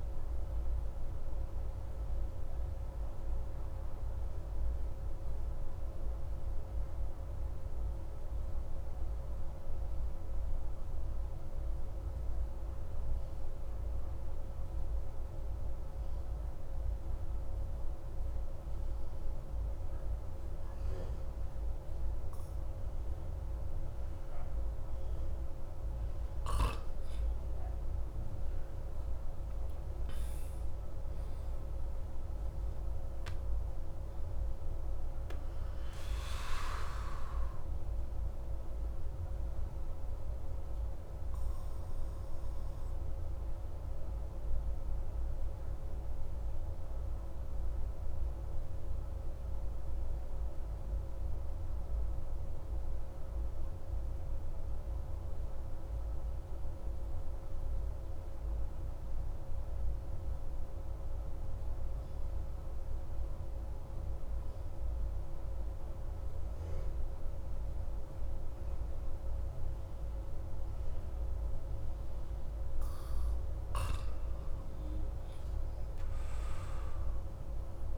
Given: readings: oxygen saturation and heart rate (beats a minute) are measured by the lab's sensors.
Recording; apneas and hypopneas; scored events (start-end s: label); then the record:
breathing in sleep, hard to hear, by a room microphone; 2
0.50-7.50 s: oxygen desaturation (device-marked, oxygen 96% before, 93% lowest)
2.00-25.00 s: obstructive apnea (oxygen 98% before, 92% lowest)
27.00-31.50 s: arousal
36.50-70.00 s: obstructive apnea (oxygen 95% before, 89% lowest)
71.50-77.98 s: oxygen desaturation (device-marked, oxygen 97% before, 91% lowest)
75.00-77.98 s: arousal
From the record:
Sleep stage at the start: N2 (light sleep); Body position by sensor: on the back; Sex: male